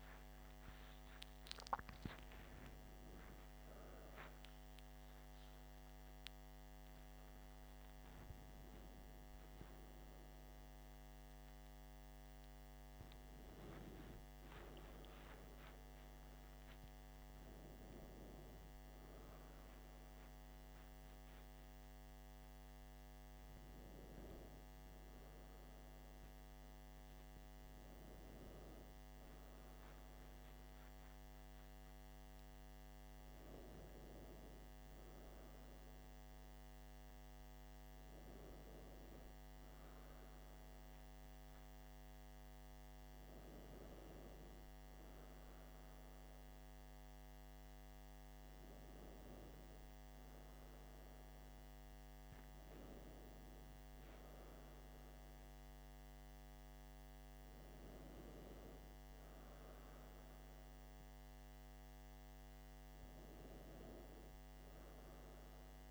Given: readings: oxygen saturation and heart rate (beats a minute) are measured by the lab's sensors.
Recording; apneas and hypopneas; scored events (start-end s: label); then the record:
a person awake in a sleep study, hard to hear, by a microphone on the trachea; none
none scored
From the record:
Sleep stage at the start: awake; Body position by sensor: on the back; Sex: male